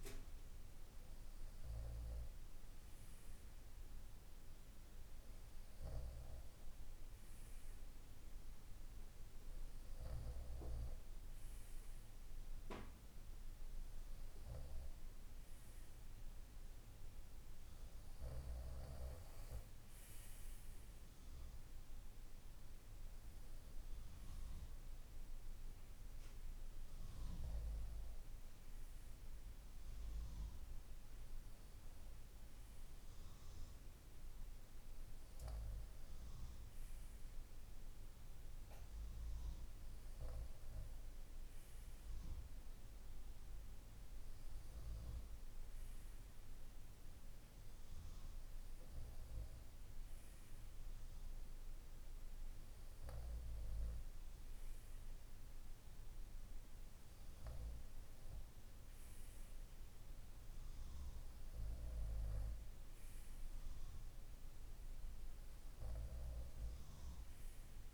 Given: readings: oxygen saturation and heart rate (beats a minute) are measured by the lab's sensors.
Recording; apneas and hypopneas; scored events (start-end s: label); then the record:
breathing in sleep, hard to hear, by a room microphone; none
none scored
From the record:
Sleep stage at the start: N2 (light sleep); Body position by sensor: on the right side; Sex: male